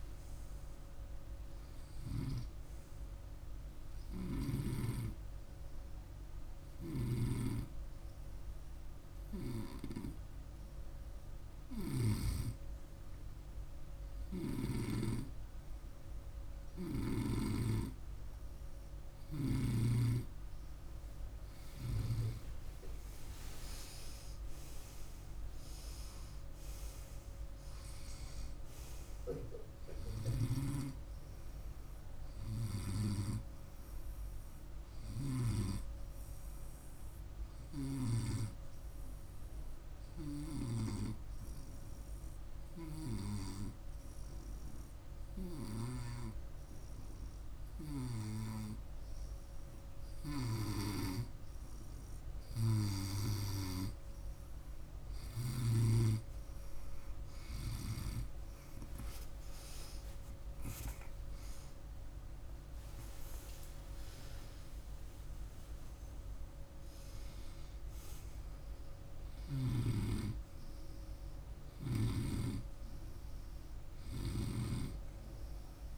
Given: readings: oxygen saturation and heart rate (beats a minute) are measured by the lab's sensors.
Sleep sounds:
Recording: breathing in sleep by a room microphone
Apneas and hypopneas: 2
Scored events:
6.00-11.50 s: snoring (device-marked)
6.00-18.00 s: hypopnea (oxygen 98% before, 92% lowest, heart rate 61 before, 50 extreme, up 1 after)
20.50-25.50 s: arousal
29.50-35.00 s: snoring (device-marked)
41.00-52.50 s: hypopnea (oxygen 98% before, 92% lowest, heart rate 52 before, 50 extreme, up 2 after)
55.50-61.50 s: arousal
66.00-71.00 s: oxygen desaturation (device-marked, oxygen 97% before, 92% lowest, heart rate 51 before, 49 extreme)
From the record:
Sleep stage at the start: N2 (light sleep)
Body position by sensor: on the right side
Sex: male

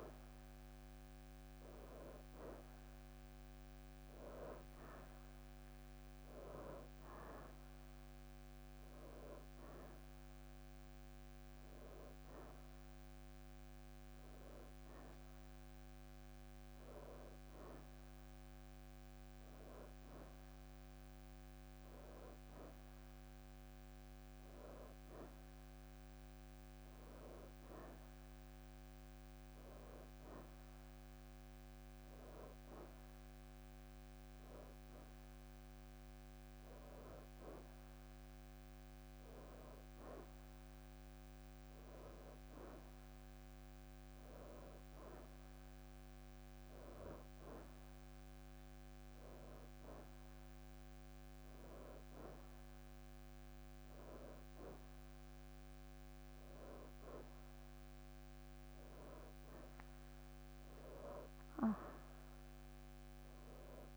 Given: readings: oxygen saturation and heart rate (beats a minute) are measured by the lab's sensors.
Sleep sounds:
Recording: breathing in sleep by a microphone on the trachea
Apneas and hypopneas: none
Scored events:
60.00-63.97 s: arousal
60.50-63.00 s: leg movement (device-marked)
From the record:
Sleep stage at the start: N2 (light sleep)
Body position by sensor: on the right side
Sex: female

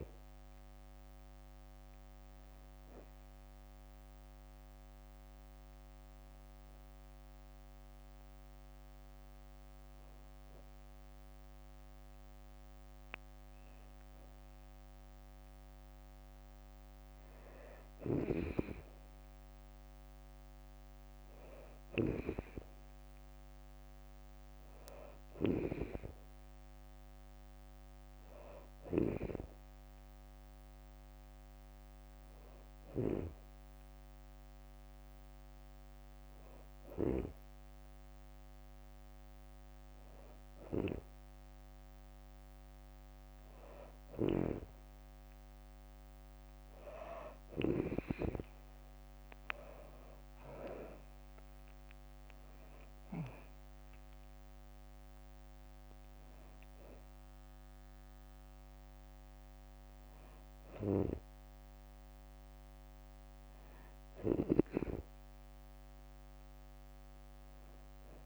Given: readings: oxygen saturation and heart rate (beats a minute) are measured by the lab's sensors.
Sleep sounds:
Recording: breathing in sleep by a microphone on the trachea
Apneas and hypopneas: 1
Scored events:
0.00-5.00 s: drop in pulse transit time (device-marked, heart rate 65 extreme)
4.00-14.00 s: hypopnea (oxygen 97% before, 94% lowest, heart rate 68 before, 63 extreme, up 3 after)
16.00-18.50 s: arousal
21.00-34.00 s: oxygen desaturation (device-marked, oxygen 97% before, 94% lowest, heart rate 65 before, 64 extreme)
43.50-47.50 s: snoring (device-marked)
50.00-62.00 s: drop in pulse transit time (device-marked, heart rate 65 before, 65 extreme)
52.00-55.50 s: arousal
From the record:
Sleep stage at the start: N2 (light sleep)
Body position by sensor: on the back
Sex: female

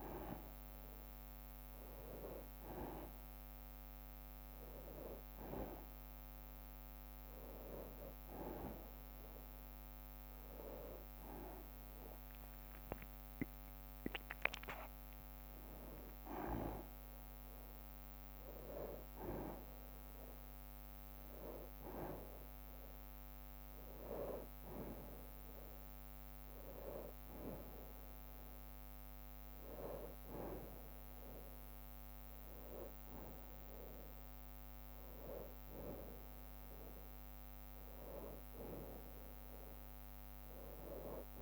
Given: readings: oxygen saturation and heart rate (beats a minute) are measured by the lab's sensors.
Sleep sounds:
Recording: breathing in sleep by a microphone on the trachea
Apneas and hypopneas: none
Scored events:
0.00-4.00 s: drop in pulse transit time (device-marked, heart rate 57 extreme)
11.00-41.42 s: new sleep stage, N2 (light sleep)
18.00-24.00 s: bradycardia (device-marked, heart rate 82 before, 58 extreme)
30.00-36.00 s: bradycardia (device-marked, heart rate 81 before, 56 extreme)
From the record:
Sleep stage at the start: N1 (lightest sleep)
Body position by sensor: on the back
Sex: male

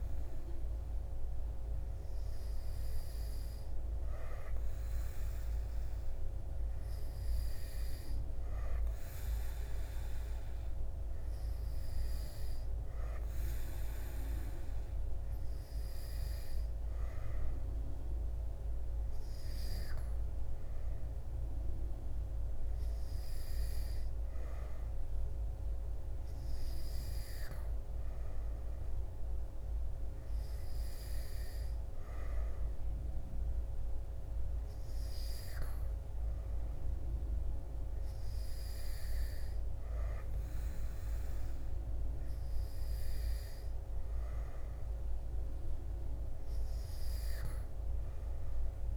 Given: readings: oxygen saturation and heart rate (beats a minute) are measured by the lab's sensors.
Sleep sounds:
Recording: breathing in sleep, hard to hear, by a room microphone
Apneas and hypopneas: none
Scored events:
none scored
From the record:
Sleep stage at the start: N2 (light sleep)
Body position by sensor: on the back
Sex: male

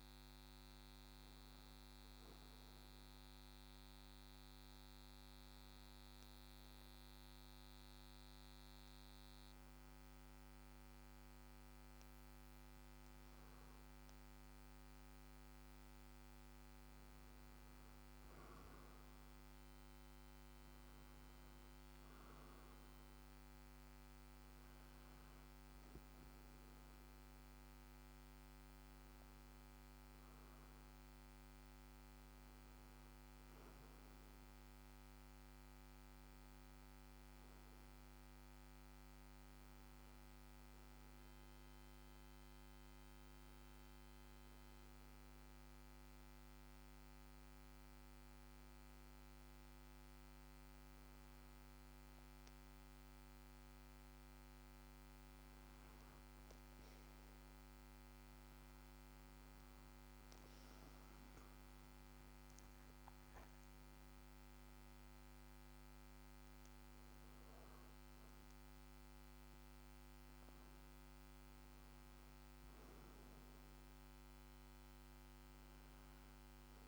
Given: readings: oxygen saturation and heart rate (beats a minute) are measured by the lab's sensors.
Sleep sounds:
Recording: breathing in sleep, hard to hear, by a microphone on the trachea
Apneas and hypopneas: 2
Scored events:
4.00-15.00 s: hypopnea (oxygen 95% before, 92% lowest, heart rate 61 before, 54 extreme, up 5 after)
19.00-23.50 s: arousal
43.50-55.00 s: hypopnea (oxygen 96% before, 92% lowest, heart rate 57 before, 53 extreme, up 8 after)
60.50-65.50 s: arousal
From the record:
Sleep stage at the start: N2 (light sleep)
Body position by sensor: on the back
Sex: male

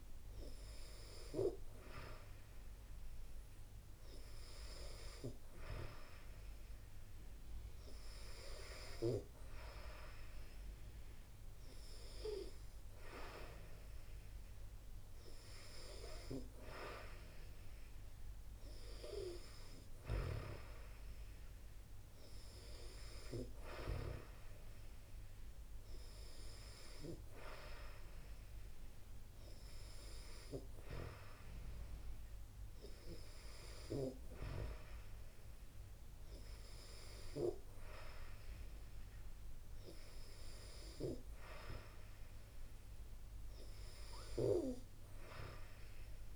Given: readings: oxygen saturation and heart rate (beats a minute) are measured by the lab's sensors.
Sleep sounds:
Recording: breathing in sleep by a room microphone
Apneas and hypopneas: none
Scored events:
none scored
From the record:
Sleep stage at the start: N2 (light sleep)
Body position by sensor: on the back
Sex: female

